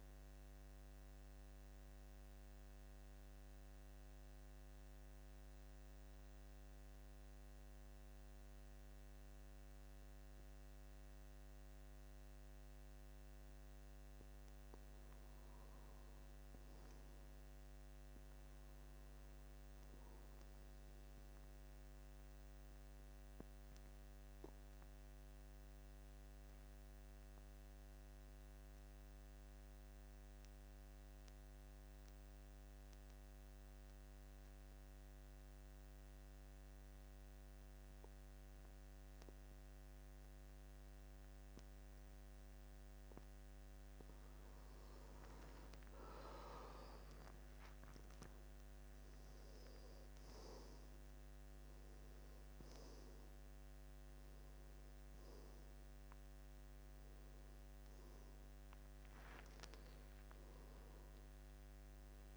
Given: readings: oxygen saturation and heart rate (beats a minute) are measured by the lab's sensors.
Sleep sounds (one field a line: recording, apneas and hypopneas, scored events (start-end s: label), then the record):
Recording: breathing in sleep, hard to hear, by a microphone on the trachea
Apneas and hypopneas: 2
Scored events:
1.00-14.50 s: central apnea (oxygen 96% before, 85% lowest, heart rate 77 before, 71 extreme, up 7 after)
16.50-19.00 s: arousal
20.50-35.50 s: oxygen desaturation (device-marked, oxygen 95% before, 90% lowest, heart rate 74 before, 72 extreme)
22.00-44.00 s: obstructive apnea (oxygen 96% before, 85% lowest, heart rate 74 before, 72 extreme, up 4 after)
37.50-62.37 s: oxygen desaturation (device-marked, oxygen 93% before, 85% lowest, heart rate 74 before, 72 extreme)
46.50-49.00 s: arousal
From the record:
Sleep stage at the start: N2 (light sleep)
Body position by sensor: on the back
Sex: male